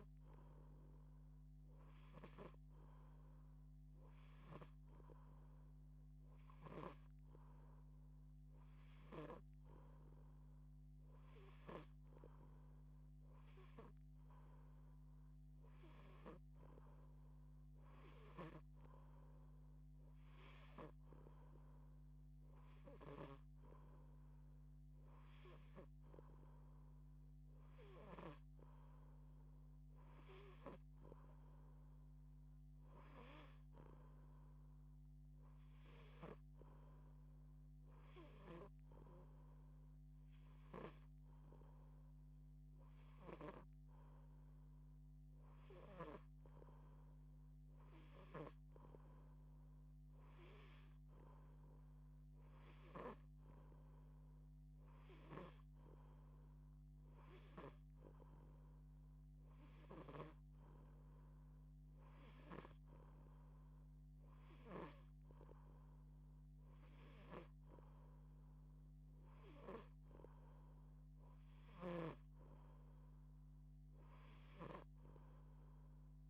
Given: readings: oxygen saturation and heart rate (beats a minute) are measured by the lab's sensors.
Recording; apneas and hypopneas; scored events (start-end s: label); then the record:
breathing in sleep by a microphone on the trachea; none
1.50-6.50 s: snoring (device-marked)
17.50-28.00 s: snoring (device-marked)
59.50-64.50 s: snoring (device-marked)
71.00-74.50 s: snoring (device-marked)
From the record:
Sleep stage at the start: N2 (light sleep); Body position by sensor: on the back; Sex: female